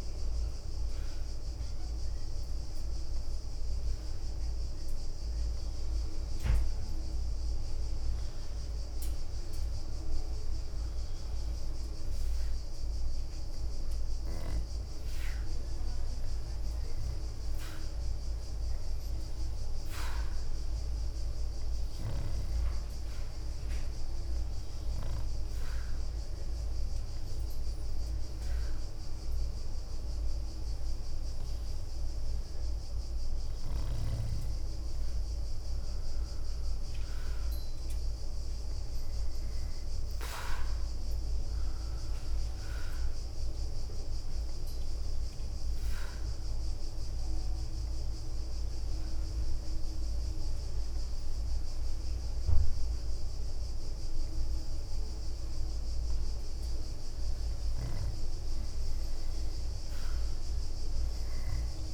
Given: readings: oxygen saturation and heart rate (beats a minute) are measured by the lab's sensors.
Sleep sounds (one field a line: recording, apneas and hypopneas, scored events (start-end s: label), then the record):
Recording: breathing in sleep, hard to hear, by a room microphone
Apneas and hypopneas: 3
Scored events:
0.00-14.00 s: oxygen desaturation (device-marked, oxygen 90% lowest, heart rate 62 extreme)
2.00-13.00 s: hypopnea (oxygen 96% before, 90% lowest, heart rate 69 before, 62 extreme, up 8 after)
14.50-17.50 s: arousal
20.00-37.00 s: oxygen desaturation (device-marked, oxygen 96% before, 92% lowest, heart rate 66 before, 62 extreme)
24.50-35.00 s: obstructive apnea (oxygen 96% before, 90% lowest, heart rate 66 before, 62 extreme, up 10 after)
38.00-41.50 s: arousal
42.00-59.00 s: oxygen desaturation (device-marked, oxygen 95% before, 90% lowest, heart rate 67 before, 56 extreme)
45.50-56.50 s: obstructive apnea (oxygen 96% before, 90% lowest, heart rate 67 before, 56 extreme, up 9 after)
59.50-61.94 s: arousal
From the record:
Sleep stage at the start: N2 (light sleep)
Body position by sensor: on the back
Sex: female